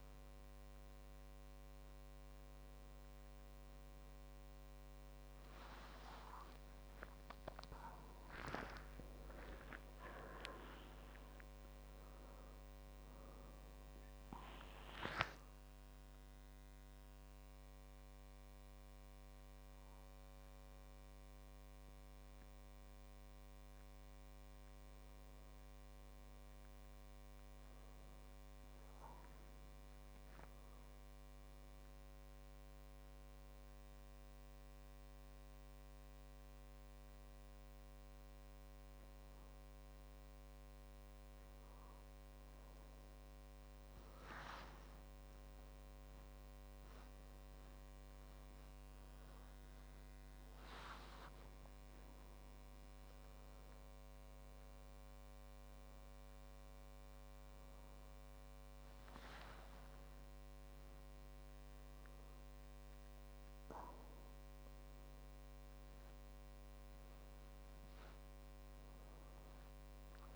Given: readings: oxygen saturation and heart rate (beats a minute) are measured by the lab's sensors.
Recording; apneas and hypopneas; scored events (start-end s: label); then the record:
a person awake in a sleep study, by a microphone on the trachea; none
6.50-8.50 s: long interval between heartbeats (device-marked)
9.50-11.50 s: long interval between heartbeats (device-marked)
23.50-25.50 s: long interval between heartbeats (device-marked)
36.00-38.00 s: long interval between heartbeats (device-marked)
61.00-63.00 s: long interval between heartbeats (device-marked)
From the record:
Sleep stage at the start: awake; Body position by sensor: on the back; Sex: male